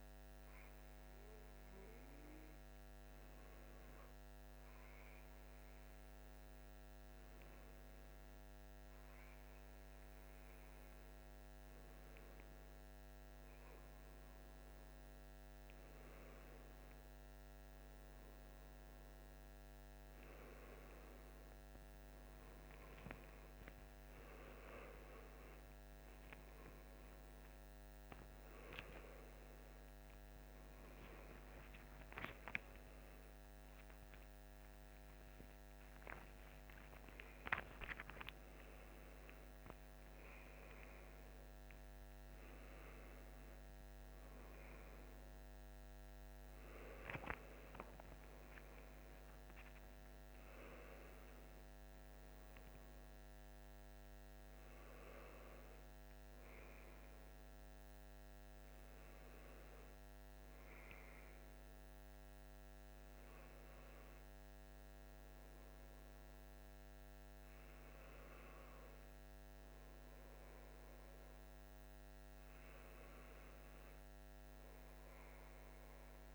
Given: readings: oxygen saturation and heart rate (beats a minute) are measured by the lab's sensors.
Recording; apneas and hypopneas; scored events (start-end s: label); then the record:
a person partly awake in a sleep study, hard to hear, by a microphone on the trachea; none
18.00-48.00 s: new sleep stage, awake
48.00-76.35 s: new sleep stage, N1 (lightest sleep)
From the record:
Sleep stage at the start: N1 (lightest sleep); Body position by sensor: on the left side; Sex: male